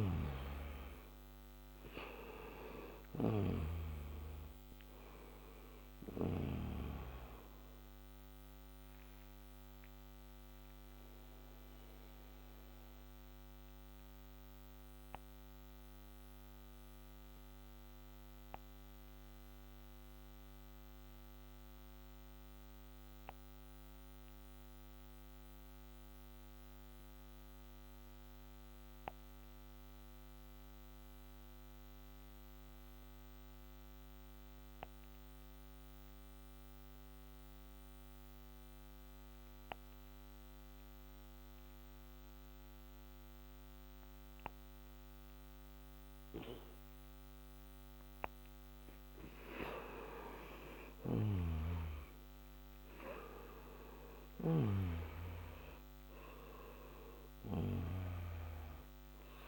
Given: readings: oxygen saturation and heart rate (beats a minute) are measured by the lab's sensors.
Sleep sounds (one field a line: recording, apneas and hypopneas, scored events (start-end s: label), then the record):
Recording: breathing in sleep by a microphone on the trachea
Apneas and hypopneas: 1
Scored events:
0.00-25.50 s: oxygen desaturation (device-marked, oxygen 88% lowest, heart rate 57 extreme)
9.50-47.50 s: obstructive apnea (oxygen 96% before, 88% lowest, heart rate 70 before, 57 extreme, up 8 after)
39.50-59.48 s: oxygen desaturation (device-marked, oxygen 98% before, 88% lowest, heart rate 59 before, 54 extreme)
50.00-55.00 s: arousal
51.00-54.50 s: snoring (device-marked)
From the record:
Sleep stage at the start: N2 (light sleep)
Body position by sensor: on the back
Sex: male